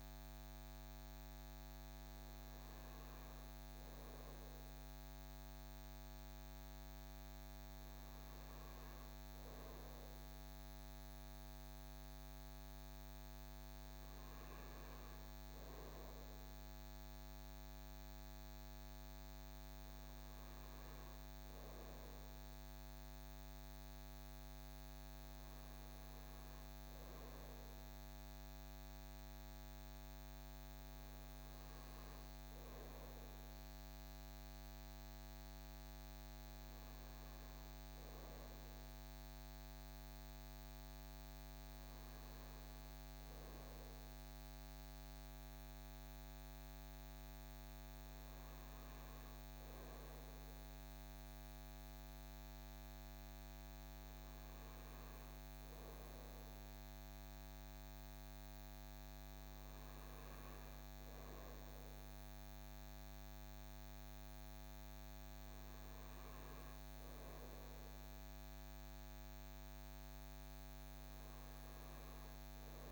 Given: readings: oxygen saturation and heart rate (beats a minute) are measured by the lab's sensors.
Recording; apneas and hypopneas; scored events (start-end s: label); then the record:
breathing in sleep, hard to hear, by a microphone on the trachea; none
none scored
From the record:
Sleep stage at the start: N2 (light sleep); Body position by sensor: on the front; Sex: male